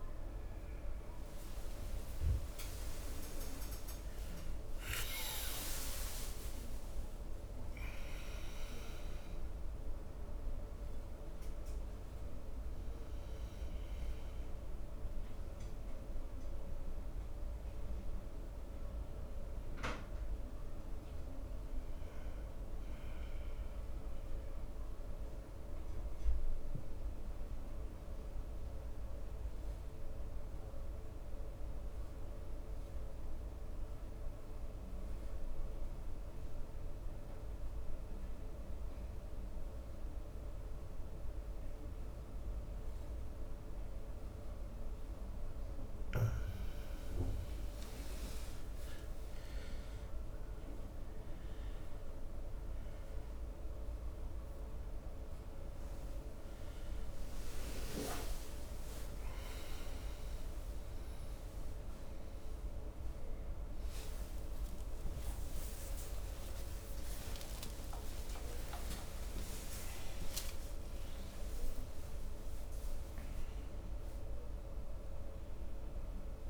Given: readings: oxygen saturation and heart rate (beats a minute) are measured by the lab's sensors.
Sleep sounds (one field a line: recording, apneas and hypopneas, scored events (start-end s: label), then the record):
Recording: breathing in sleep, hard to hear, by a room microphone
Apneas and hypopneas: 1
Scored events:
0.00-12.00 s: oxygen desaturation (device-marked, oxygen 94% lowest, heart rate 67 extreme)
2.00-6.00 s: arousal
25.00-46.00 s: mixed apnea (oxygen 97% before, 91% lowest, heart rate 75 before, 65 extreme, up 5 after)
47.50-51.00 s: arousal
52.00-67.00 s: oxygen desaturation (device-marked, oxygen 99% before, 91% lowest, heart rate 66 before, 69 extreme)
53.00-76.50 s: new sleep stage, N1 (lightest sleep)
65.00-72.50 s: arousal
From the record:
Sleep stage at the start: N2 (light sleep)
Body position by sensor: on the right side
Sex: male